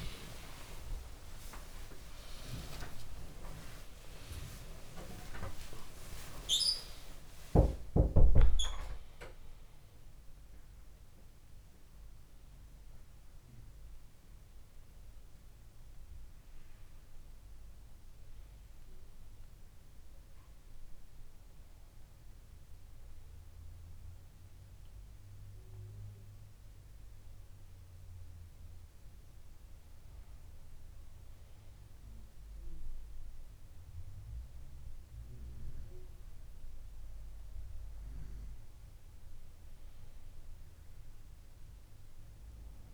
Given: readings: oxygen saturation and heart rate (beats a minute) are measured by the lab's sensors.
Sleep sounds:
a person partly awake in a sleep study, by a room microphone; none
0.00-2.00 s: long interval between heartbeats (device-marked, heart rate 123 before, 98 extreme)
2.00-4.00 s: long interval between heartbeats (device-marked, heart rate 117 before, 130 extreme)
6.00-8.00 s: long interval between heartbeats (device-marked, heart rate 107 before, 128 extreme)
10.50-42.94 s: new sleep stage, N1 (lightest sleep)
From the record:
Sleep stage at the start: awake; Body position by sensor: on the back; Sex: female

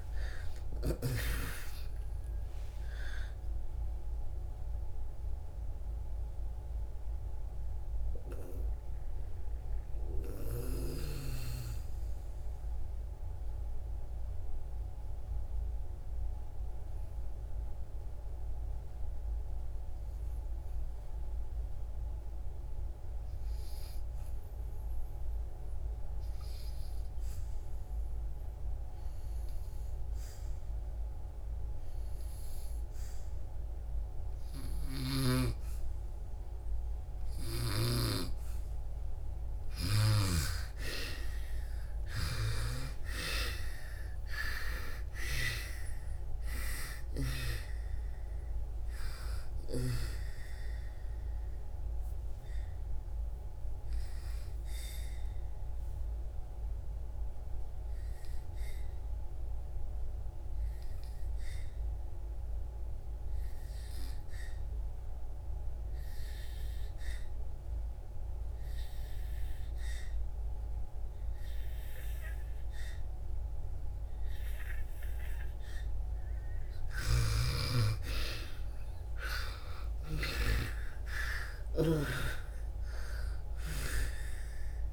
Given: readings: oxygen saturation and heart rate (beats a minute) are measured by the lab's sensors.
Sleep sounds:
breathing in sleep by a room microphone; 2
0.00-1.00 s: snoring (device-marked)
0.00-1.50 s: arousal
0.00-3.50 s: oxygen desaturation (device-marked, oxygen 89% lowest)
5.50-24.50 s: oxygen desaturation (device-marked, oxygen 94% before, 81% lowest)
7.00-38.50 s: obstructive apnea (oxygen 98% before, 80% lowest)
34.50-40.00 s: snoring (device-marked)
34.50-66.50 s: oxygen desaturation (device-marked, oxygen 98% before, 85% lowest)
41.50-45.50 s: arousal
52.00-75.00 s: obstructive apnea (oxygen 98% before, 80% lowest)
72.50-84.93 s: oxygen desaturation (device-marked, oxygen 97% before, 80% lowest)
76.50-80.00 s: snoring (device-marked)
78.00-82.00 s: arousal
From the record:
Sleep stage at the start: N2 (light sleep); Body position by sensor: on the back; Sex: female

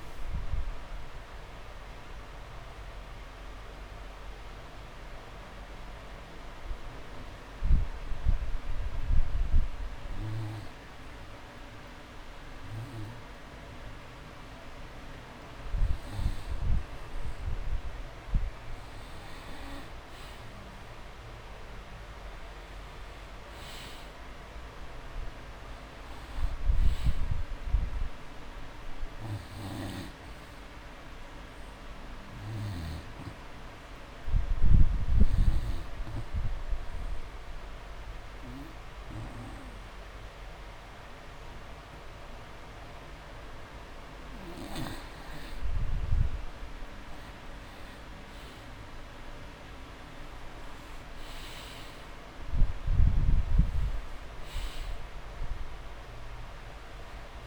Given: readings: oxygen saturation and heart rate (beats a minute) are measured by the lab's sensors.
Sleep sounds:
breathing in sleep, hard to hear, by a room microphone; 2
4.00-15.50 s: obstructive apnea (oxygen 99% before, 90% lowest)
20.00-23.50 s: arousal
29.00-47.00 s: oxygen desaturation (device-marked, oxygen 97% before, 90% lowest)
31.50-45.00 s: obstructive apnea (oxygen 97% before, 90% lowest)
33.50-35.50 s: long interval between heartbeats (device-marked)
48.50-52.00 s: arousal
From the record:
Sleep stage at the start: N2 (light sleep); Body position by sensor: on the back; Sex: male

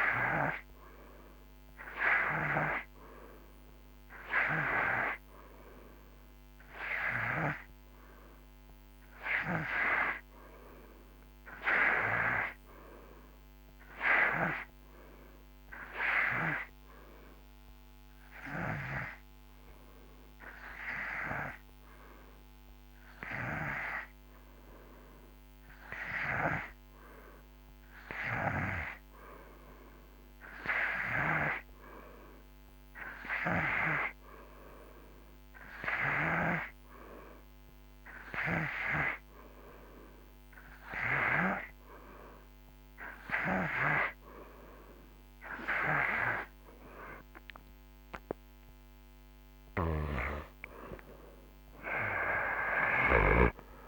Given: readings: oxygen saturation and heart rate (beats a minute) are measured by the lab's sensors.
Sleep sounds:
breathing in sleep by a microphone on the trachea; 1
0.00-5.00 s: oxygen desaturation (device-marked, oxygen 88% lowest)
16.00-34.00 s: hypopnea (oxygen 91% before, 88% lowest)
36.00-39.50 s: arousal
49.00-53.88 s: oxygen desaturation (device-marked, oxygen 91% before, 88% lowest)
49.50-53.50 s: snoring (device-marked)
From the record:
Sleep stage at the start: N2 (light sleep); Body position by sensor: on the right side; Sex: male

